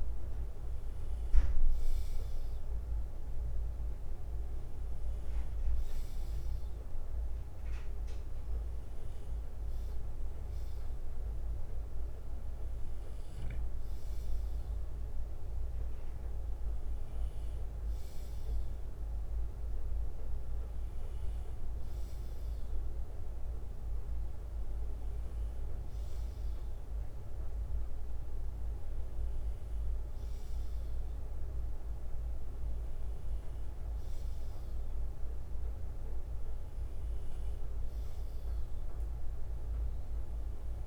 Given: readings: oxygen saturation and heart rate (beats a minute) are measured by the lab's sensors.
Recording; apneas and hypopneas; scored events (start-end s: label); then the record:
breathing in sleep, hard to hear, by a room microphone; none
20.50-26.50 s: bradycardia (device-marked, heart rate 61 before, 59 extreme)
From the record:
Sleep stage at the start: N2 (light sleep); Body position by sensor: on the left side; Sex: male